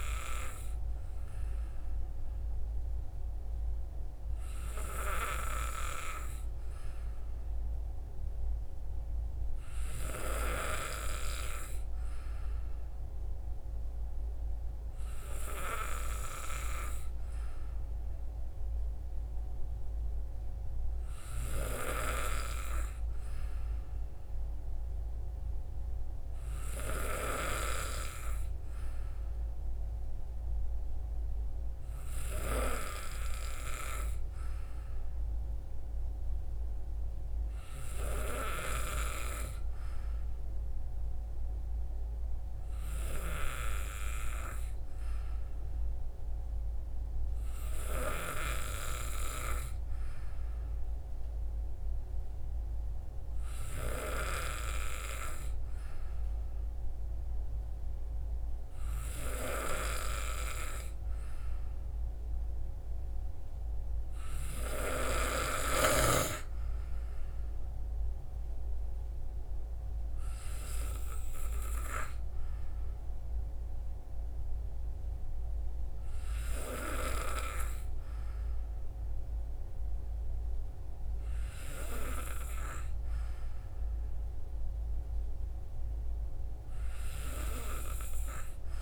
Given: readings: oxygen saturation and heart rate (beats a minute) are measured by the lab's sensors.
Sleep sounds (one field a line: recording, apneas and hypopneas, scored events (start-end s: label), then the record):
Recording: breathing in sleep by a room microphone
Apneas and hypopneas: none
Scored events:
none scored
From the record:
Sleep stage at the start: N2 (light sleep)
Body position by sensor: on the back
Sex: male